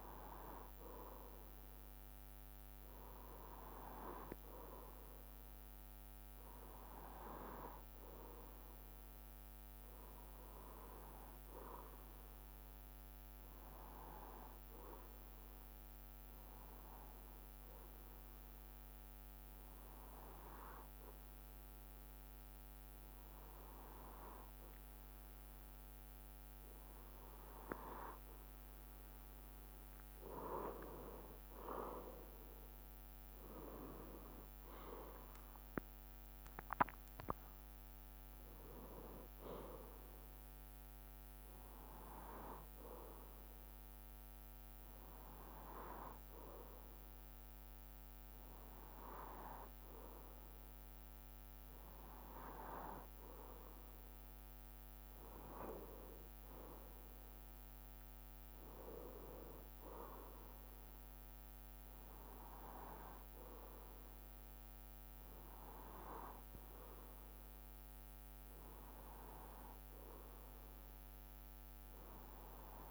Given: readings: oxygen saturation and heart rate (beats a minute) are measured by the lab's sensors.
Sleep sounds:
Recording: breathing in sleep by a microphone on the trachea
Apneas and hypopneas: 2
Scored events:
0.00-32.00 s: bradycardia (device-marked, heart rate 49 extreme)
16.00-24.00 s: drop in pulse transit time (device-marked, heart rate 51 before, 53 extreme)
16.50-28.00 s: hypopnea (oxygen 95% before, 92% lowest, heart rate 51 before, 51 extreme, up 7 after)
29.50-33.00 s: arousal
37.00-72.91 s: bradycardia (device-marked, heart rate 63 before, 48 extreme)
43.50-54.50 s: hypopnea (oxygen 94% before, 93% lowest, heart rate 56 before, 51 extreme, up 7 after)
56.50-60.00 s: arousal
From the record:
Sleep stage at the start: N2 (light sleep)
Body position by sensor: on the left side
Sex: male

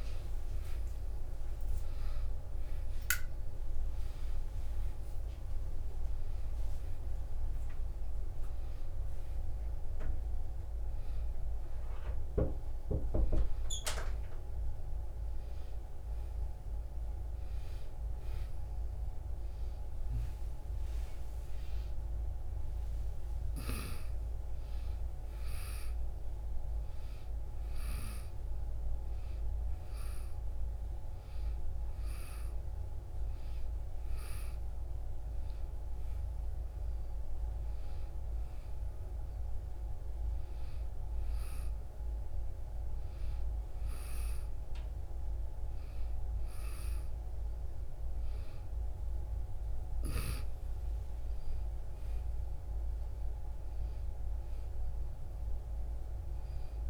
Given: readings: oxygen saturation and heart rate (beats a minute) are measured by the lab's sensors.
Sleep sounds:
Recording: a person partly awake in a sleep study, hard to hear, by a room microphone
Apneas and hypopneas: none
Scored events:
3.50-11.50 s: oxygen desaturation (device-marked, oxygen 96% before, 92% lowest, heart rate 67 before, 26 extreme)
25.50-56.90 s: new sleep stage, N1 (lightest sleep)
From the record:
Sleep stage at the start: awake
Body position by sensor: on the back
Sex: female

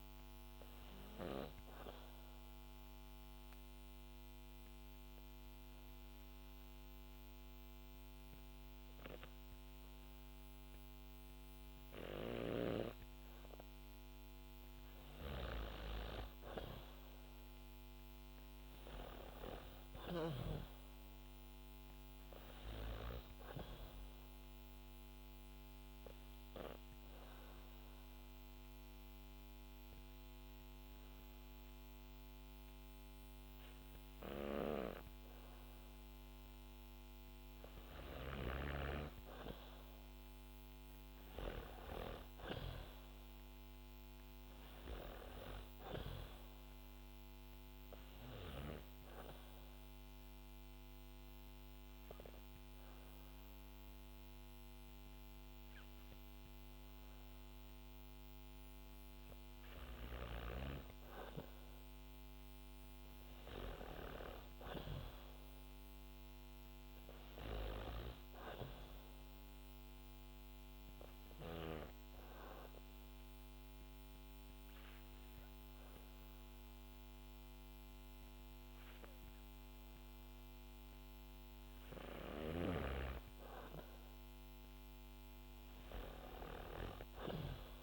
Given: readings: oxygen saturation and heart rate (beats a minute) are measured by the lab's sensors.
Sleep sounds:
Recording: breathing in sleep by a microphone on the trachea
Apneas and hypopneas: 4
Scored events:
2.50-13.50 s: hypopnea (oxygen 97% before, 94% lowest, heart rate 62 before, 60 extreme, up 1 after)
16.50-19.00 s: arousal
24.00-34.50 s: hypopnea (oxygen 97% before, 94% lowest, heart rate 65 before, 60 extreme, up 4 after)
38.50-42.50 s: arousal
48.50-58.50 s: hypopnea (oxygen 97% before, 94% lowest, heart rate 63 before, 58 extreme, up 1 after)
61.00-66.00 s: arousal
69.50-81.50 s: hypopnea (oxygen 97% before, 93% lowest, heart rate 64 before, 58 extreme, up 5 after)
73.50-77.50 s: bradycardia (device-marked, heart rate 69 before, 59 extreme)
84.00-87.50 s: arousal
From the record:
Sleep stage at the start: N2 (light sleep)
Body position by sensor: on the back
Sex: female

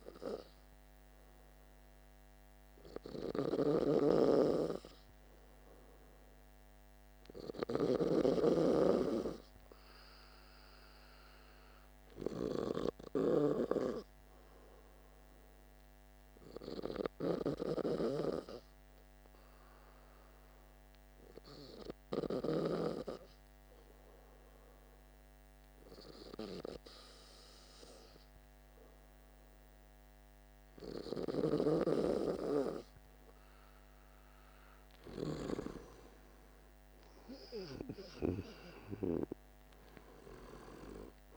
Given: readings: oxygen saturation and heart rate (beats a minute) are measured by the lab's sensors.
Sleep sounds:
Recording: breathing in sleep by a microphone on the trachea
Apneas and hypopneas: none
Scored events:
3.00-13.50 s: snoring (device-marked)
39.50-41.37 s: arousal
From the record:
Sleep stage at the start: N2 (light sleep)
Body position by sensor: on the back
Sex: male

